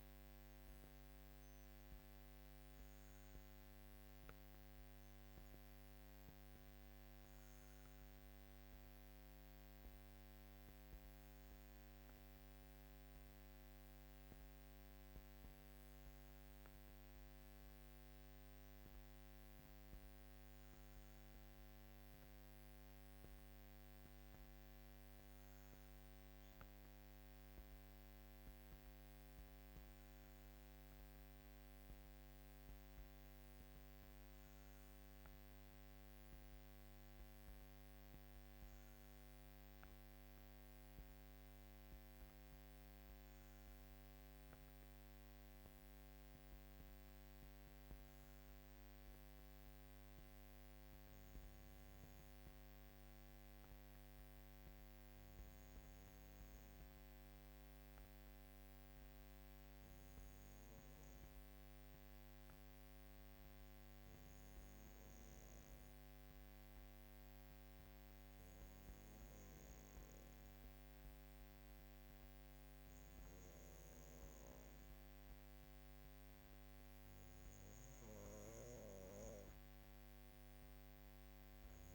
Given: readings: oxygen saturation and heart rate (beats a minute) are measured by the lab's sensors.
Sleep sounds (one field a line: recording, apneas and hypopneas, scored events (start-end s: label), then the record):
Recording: breathing in sleep, hard to hear, by a microphone on the trachea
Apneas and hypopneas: 1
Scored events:
13.50-77.50 s: obstructive apnea (oxygen 97% before, 91% lowest, heart rate 54 before, 51 extreme, up 3 after)
80.00-81.95 s: arousal
From the record:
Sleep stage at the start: N2 (light sleep)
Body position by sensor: on the back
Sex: female